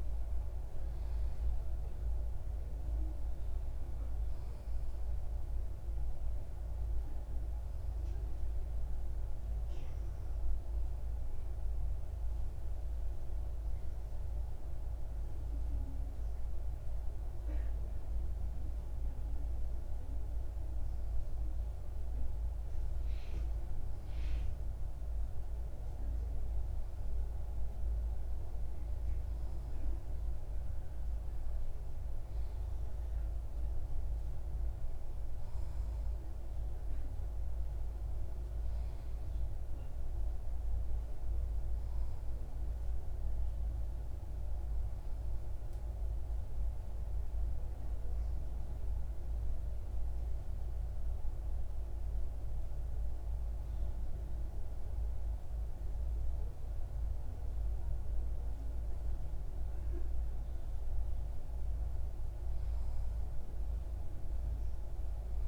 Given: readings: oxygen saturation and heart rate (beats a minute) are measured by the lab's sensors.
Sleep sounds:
breathing in sleep, hard to hear, by a room microphone; 2
6.50-23.50 s: hypopnea (oxygen 94% before, 92% lowest)
25.50-30.50 s: arousal
42.50-59.50 s: hypopnea (oxygen 95% before, 92% lowest, heart rate 48 before, 35 extreme, up 16 after)
61.00-65.00 s: arousal
From the record:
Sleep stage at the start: N2 (light sleep); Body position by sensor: on the left side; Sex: male

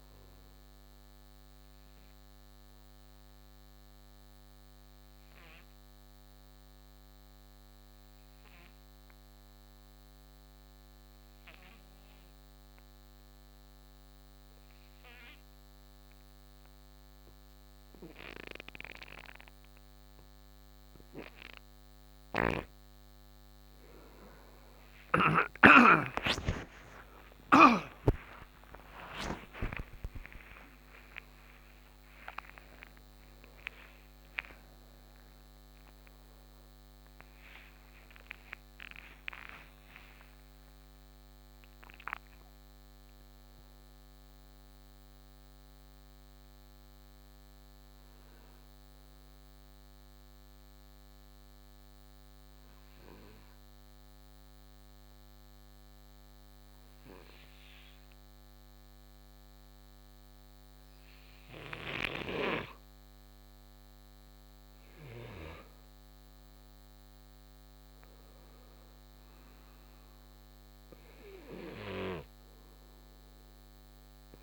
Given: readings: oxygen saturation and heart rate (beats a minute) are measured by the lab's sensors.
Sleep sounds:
breathing in sleep by a microphone on the trachea; 2
0.00-7.50 s: oxygen desaturation (device-marked, oxygen 88% lowest, heart rate 54 extreme)
2.00-23.00 s: obstructive apnea (oxygen 98% before, 89% lowest, heart rate 59 before, 55 extreme)
19.50-31.50 s: oxygen desaturation (device-marked, oxygen 97% before, 89% lowest, heart rate 58 before, 54 extreme)
25.50-33.00 s: arousal
47.50-63.50 s: hypopnea (oxygen 95% before, 88% lowest, heart rate 96 before, 54 extreme, up 13 after)
65.50-69.50 s: arousal
From the record:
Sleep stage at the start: N2 (light sleep); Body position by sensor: on the right side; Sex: male

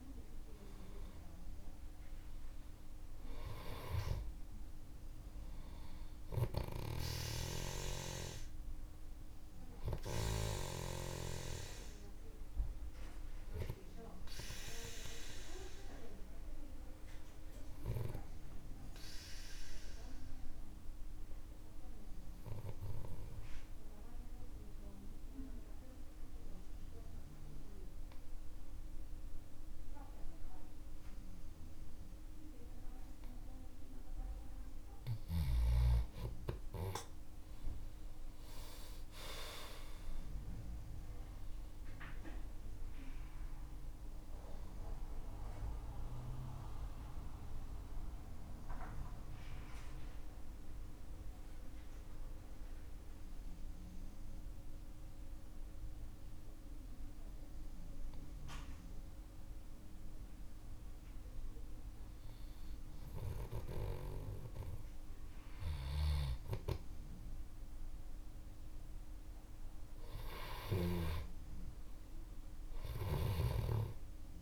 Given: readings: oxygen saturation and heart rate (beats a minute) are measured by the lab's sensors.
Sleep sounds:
breathing in sleep by a room microphone; 2
0.00-2.00 s: arousal
18.00-33.50 s: obstructive apnea (oxygen 97% before, 91% lowest, heart rate 77 before, 47 extreme, up 49 after)
38.00-44.00 s: arousal
50.50-63.00 s: obstructive apnea (oxygen 97% before, 91% lowest, heart rate 70 before, 47 extreme, up 26 after)
63.50-67.00 s: arousal
65.50-74.42 s: oxygen desaturation (device-marked, oxygen 97% before, 91% lowest, heart rate 55 before, 47 extreme)
From the record:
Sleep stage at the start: N2 (light sleep); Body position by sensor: on the back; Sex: male

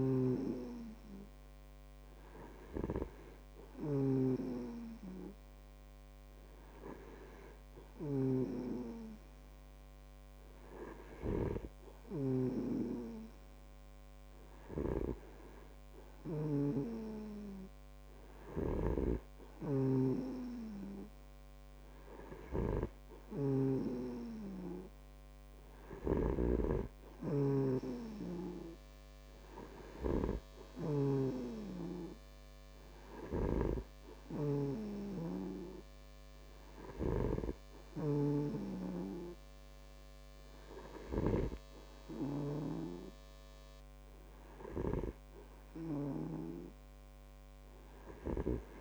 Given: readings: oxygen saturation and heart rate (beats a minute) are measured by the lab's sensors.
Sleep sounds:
breathing in sleep by a microphone on the trachea; none
0.00-48.81 s: snoring (device-marked)
From the record:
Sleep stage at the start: N2 (light sleep); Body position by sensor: on the back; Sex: male

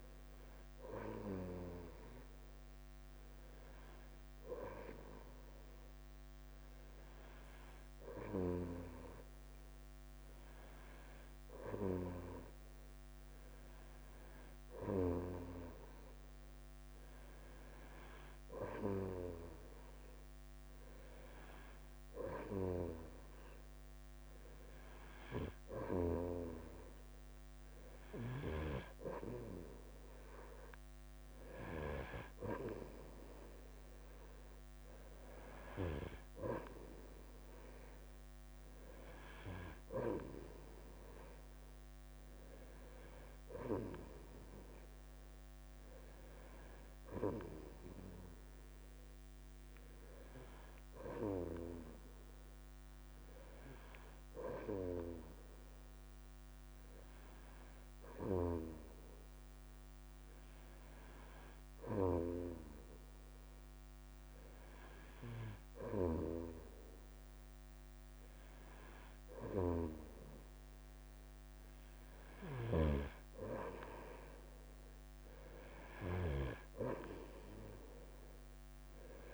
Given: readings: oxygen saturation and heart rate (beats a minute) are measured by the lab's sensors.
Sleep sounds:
breathing in sleep by a microphone on the trachea; none
0.00-79.34 s: bradycardia (device-marked, heart rate 49 extreme)
From the record:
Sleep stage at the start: N3 (deep sleep); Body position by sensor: on the right side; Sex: male

